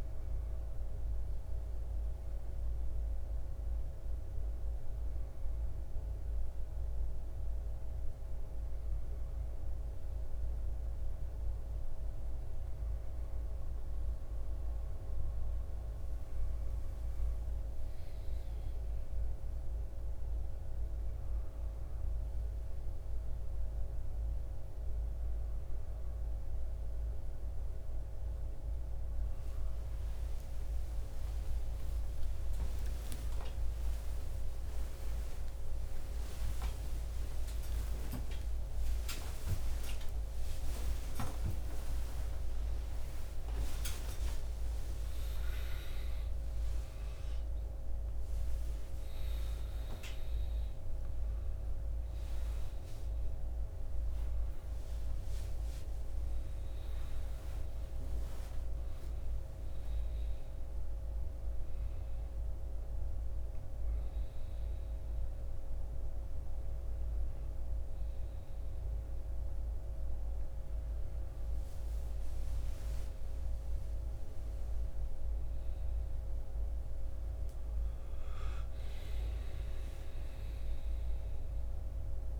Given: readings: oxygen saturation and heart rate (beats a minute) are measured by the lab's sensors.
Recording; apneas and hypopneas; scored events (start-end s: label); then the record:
a person partly awake in a sleep study, hard to hear, by a room microphone; none
0.00-2.00 s: oxygen desaturation (device-marked, oxygen 93% lowest, heart rate 59 extreme)
39.00-69.00 s: new sleep stage, awake
69.00-82.40 s: new sleep stage, N1 (lightest sleep)
77.00-82.40 s: oxygen desaturation (device-marked, oxygen 96% before, 93% lowest, heart rate 72 before, 57 extreme)
From the record:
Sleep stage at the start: N1 (lightest sleep); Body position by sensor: on the right side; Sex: male